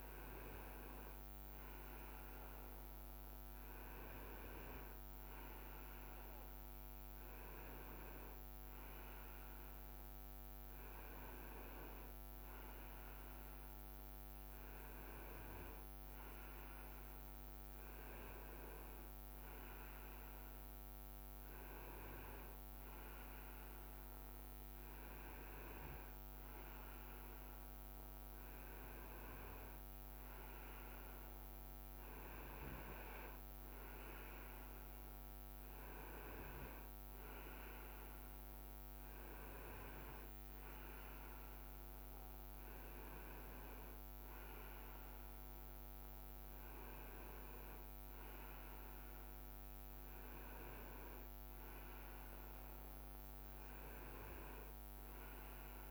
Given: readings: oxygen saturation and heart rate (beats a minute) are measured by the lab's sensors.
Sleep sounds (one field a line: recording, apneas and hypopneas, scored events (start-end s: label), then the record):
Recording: breathing in sleep by a microphone on the trachea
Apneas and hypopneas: none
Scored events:
18.00-23.50 s: leg movement (device-marked)
From the record:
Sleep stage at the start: N2 (light sleep)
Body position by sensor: on the right side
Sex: male